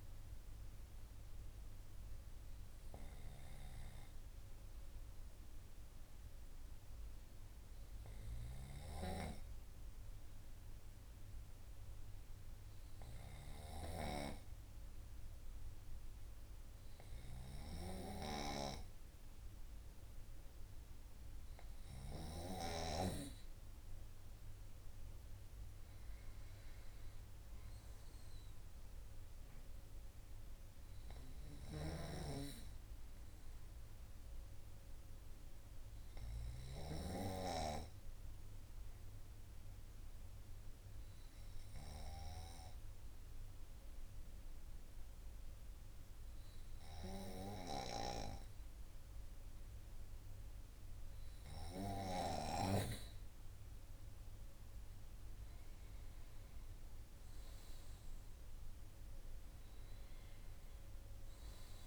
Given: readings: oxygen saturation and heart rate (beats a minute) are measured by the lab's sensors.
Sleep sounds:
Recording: breathing in sleep by a room microphone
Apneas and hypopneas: 2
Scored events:
1.50-21.00 s: hypopnea (oxygen 97% before, 95% lowest, heart rate 54 before, 51 extreme, up 3 after)
23.50-26.00 s: arousal
36.50-50.50 s: hypopnea (oxygen 97% before, 95% lowest, heart rate 52 before, 52 extreme, up 4 after)
53.50-56.50 s: arousal
From the record:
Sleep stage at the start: N2 (light sleep)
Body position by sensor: on the right side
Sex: male

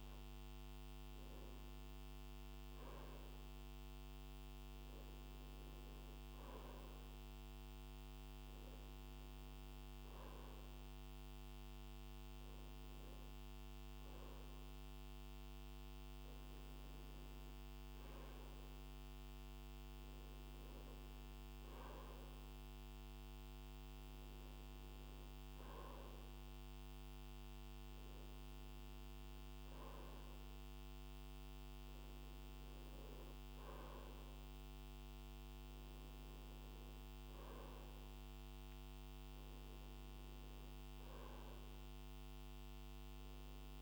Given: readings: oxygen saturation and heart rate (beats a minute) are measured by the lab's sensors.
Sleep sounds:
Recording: breathing in sleep, hard to hear, by a microphone on the trachea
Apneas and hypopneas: none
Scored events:
none scored
From the record:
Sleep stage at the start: N2 (light sleep)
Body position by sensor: on the right side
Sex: male

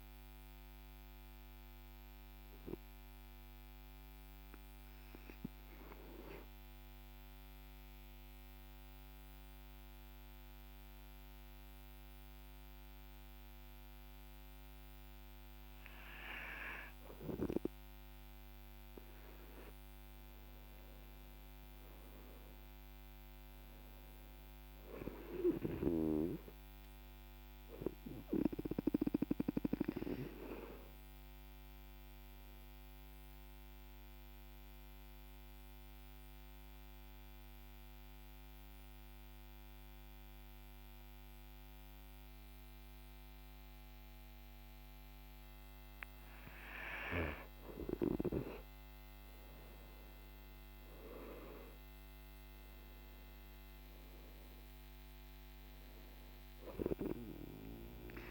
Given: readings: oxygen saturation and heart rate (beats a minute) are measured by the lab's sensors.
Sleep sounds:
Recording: breathing in sleep by a microphone on the trachea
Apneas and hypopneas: 2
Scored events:
0.50-26.50 s: oxygen desaturation (device-marked, oxygen 97% before, 90% lowest, heart rate 56 before, 47 extreme)
1.50-17.50 s: mixed apnea (oxygen 97% before, 90% lowest, heart rate 56 before, 47 extreme, up 14 after)
20.00-23.50 s: arousal
34.00-46.50 s: central apnea (oxygen 98% before, 94% lowest, heart rate 54 before, 47 extreme, up 16 after)
49.50-53.50 s: arousal
From the record:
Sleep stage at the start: N2 (light sleep)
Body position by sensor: on the back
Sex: male

